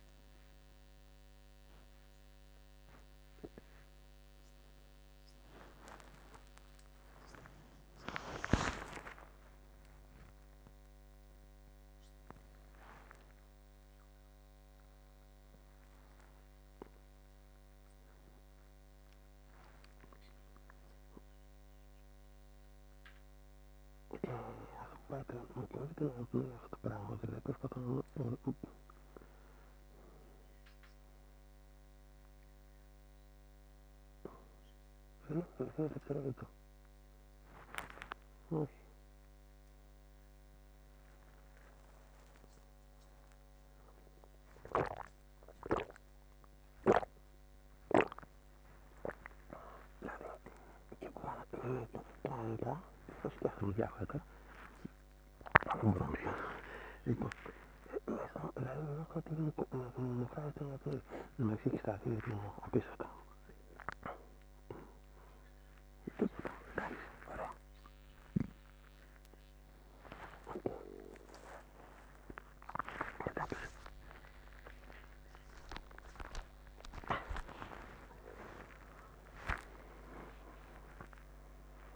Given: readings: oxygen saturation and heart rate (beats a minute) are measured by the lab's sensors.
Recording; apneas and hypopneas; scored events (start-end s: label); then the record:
a person awake in a sleep study, by a microphone on the trachea; none
76.50-81.96 s: bradycardia (device-marked)
From the record:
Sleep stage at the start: awake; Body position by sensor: on the right side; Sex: male